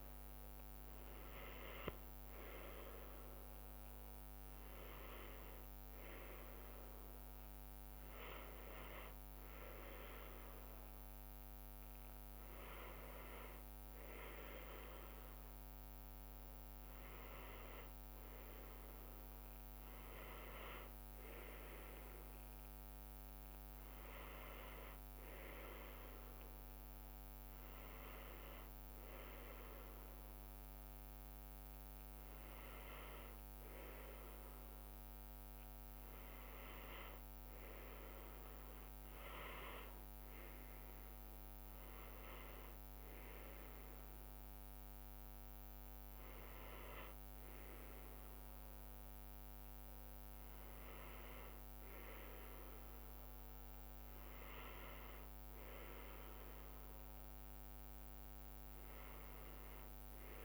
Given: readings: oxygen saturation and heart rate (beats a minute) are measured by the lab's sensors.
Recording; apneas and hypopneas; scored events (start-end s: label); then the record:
a person partly awake in a sleep study, by a microphone on the trachea; none
10.00-60.45 s: new sleep stage, N1 (lightest sleep)
From the record:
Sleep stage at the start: awake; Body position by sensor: on the back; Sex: female